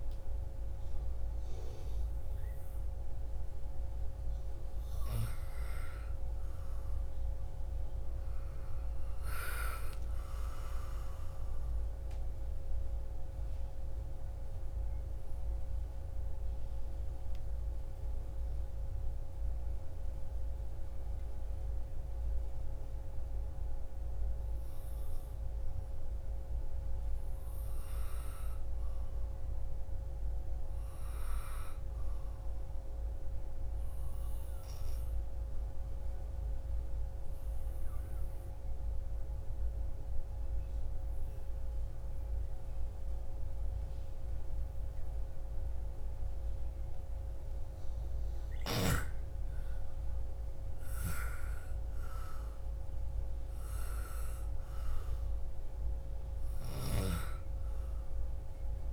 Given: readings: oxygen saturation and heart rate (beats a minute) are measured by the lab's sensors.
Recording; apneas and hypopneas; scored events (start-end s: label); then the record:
breathing in sleep, hard to hear, by a room microphone; 2
0.00-3.50 s: oxygen desaturation (device-marked, oxygen 93% lowest, heart rate 40 extreme)
4.50-9.00 s: arousal
12.00-22.50 s: obstructive apnea (oxygen 97% before, 89% lowest, heart rate 67 before, 42 extreme, up 58 after)
15.50-33.50 s: oxygen desaturation (device-marked, oxygen 97% before, 92% lowest, heart rate 66 before, 57 extreme)
19.50-58.92 s: new sleep stage, N2 (light sleep)
24.50-28.00 s: arousal
33.50-47.00 s: obstructive apnea (oxygen 97% before, 89% lowest, heart rate 67 before, 59 extreme, up 41 after)
35.50-43.50 s: oxygen desaturation (device-marked, oxygen 98% before, 95% lowest, heart rate 68 before, 59 extreme)
49.50-53.50 s: arousal
54.50-58.92 s: oxygen desaturation (device-marked, oxygen 96% before, 89% lowest, heart rate 76 before, 56 extreme)
From the record:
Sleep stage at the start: REM sleep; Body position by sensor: on the back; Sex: female